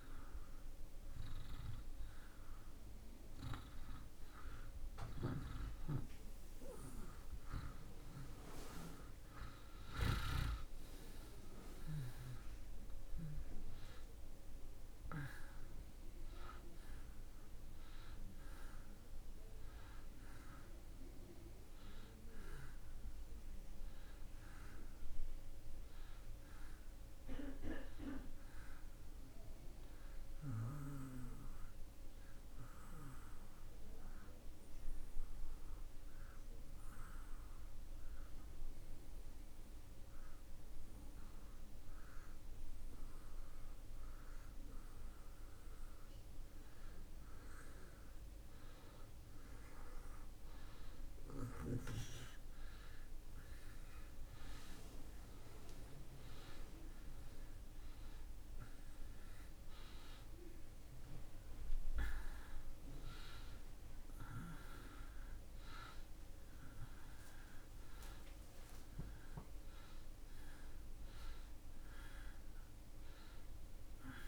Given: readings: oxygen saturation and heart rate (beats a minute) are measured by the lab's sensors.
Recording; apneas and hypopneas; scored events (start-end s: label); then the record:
breathing in sleep by a room microphone; 1
5.00-10.50 s: arousal
33.00-45.50 s: hypopnea (oxygen 91% before, 90% lowest)
49.00-55.00 s: arousal
61.50-73.50 s: oxygen desaturation (device-marked, oxygen 95% before, 90% lowest)
From the record:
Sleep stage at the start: N2 (light sleep); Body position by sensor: on the back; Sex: male